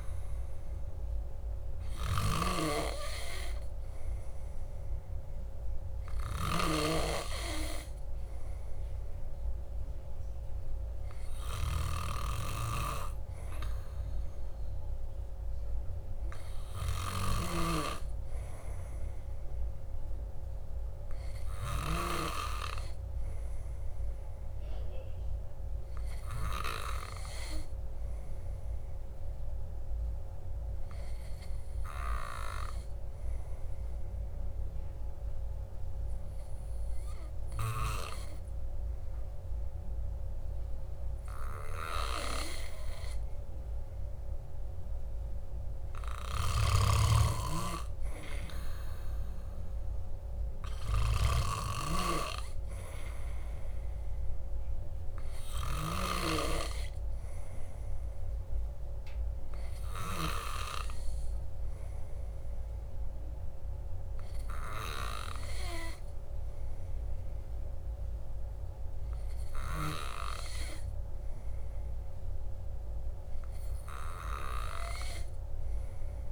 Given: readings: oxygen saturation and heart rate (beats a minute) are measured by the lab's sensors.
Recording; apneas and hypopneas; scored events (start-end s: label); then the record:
breathing in sleep by a room microphone; 1
24.50-28.00 s: arousal
34.00-45.50 s: hypopnea (oxygen 98% before, 95% lowest, heart rate 55 before, 53 extreme, up 2 after)
48.00-51.00 s: arousal
From the record:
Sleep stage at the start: N2 (light sleep); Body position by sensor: on the back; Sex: male